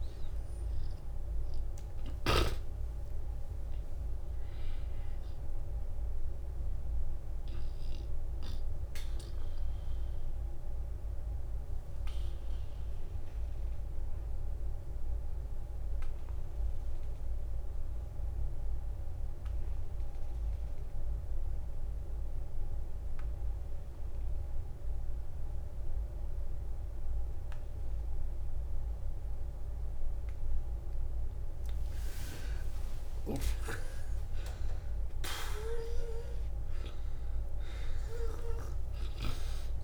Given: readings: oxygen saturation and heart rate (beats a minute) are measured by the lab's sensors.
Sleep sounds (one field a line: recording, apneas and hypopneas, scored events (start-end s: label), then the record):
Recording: breathing in sleep by a room microphone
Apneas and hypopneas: 1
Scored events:
7.50-23.50 s: oxygen desaturation (device-marked, oxygen 94% before, 83% lowest, heart rate 63 before, 42 extreme)
8.50-10.50 s: long interval between heartbeats (device-marked, heart rate 63 before, 67 extreme)
11.00-31.50 s: obstructive apnea (oxygen 95% before, 83% lowest, heart rate 62 before, 42 extreme, up 24 after)
20.50-22.50 s: long interval between heartbeats (device-marked, heart rate 59 before, 59 extreme)
32.00-34.00 s: long interval between heartbeats (device-marked, heart rate 52 before, 62 extreme)
32.50-37.00 s: arousal
From the record:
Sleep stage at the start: N2 (light sleep)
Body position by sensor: on the back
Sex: male